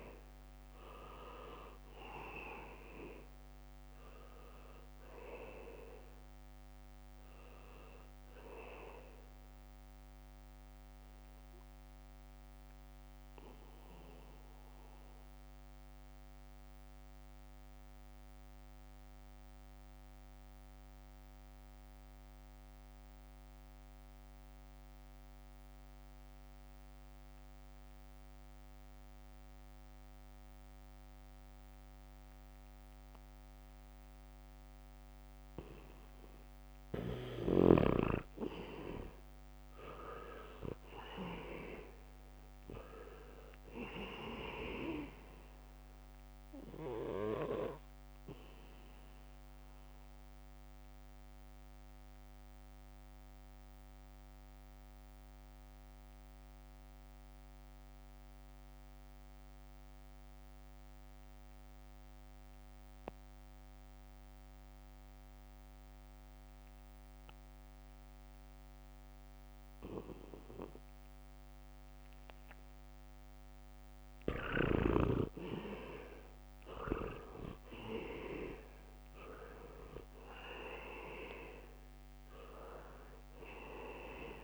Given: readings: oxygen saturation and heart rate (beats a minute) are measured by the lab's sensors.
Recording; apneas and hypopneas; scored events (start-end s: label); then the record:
breathing in sleep by a microphone on the trachea; 2
0.00-23.50 s: oxygen desaturation (device-marked, oxygen 80% lowest, heart rate 63 extreme)
0.50-6.50 s: leg movement (device-marked)
6.50-13.00 s: leg movement (device-marked)
12.00-38.00 s: mixed apnea (oxygen 98% before, 78% lowest, heart rate 67 before, 64 extreme, up 3 after)
30.50-64.50 s: oxygen desaturation (device-marked, oxygen 99% before, 80% lowest, heart rate 71 before, 64 extreme)
37.00-42.00 s: leg movement (device-marked)
40.00-43.00 s: arousal
42.00-51.00 s: leg movement (device-marked)
51.00-52.50 s: leg movement (device-marked)
51.50-72.50 s: mixed apnea (oxygen 99% before, 78% lowest, heart rate 67 before, 64 extreme, up 0 after)
66.50-84.44 s: oxygen desaturation (device-marked, oxygen 98% before, 78% lowest, heart rate 68 before, 64 extreme)
75.00-79.00 s: arousal
From the record:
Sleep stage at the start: N2 (light sleep); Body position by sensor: on the back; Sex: male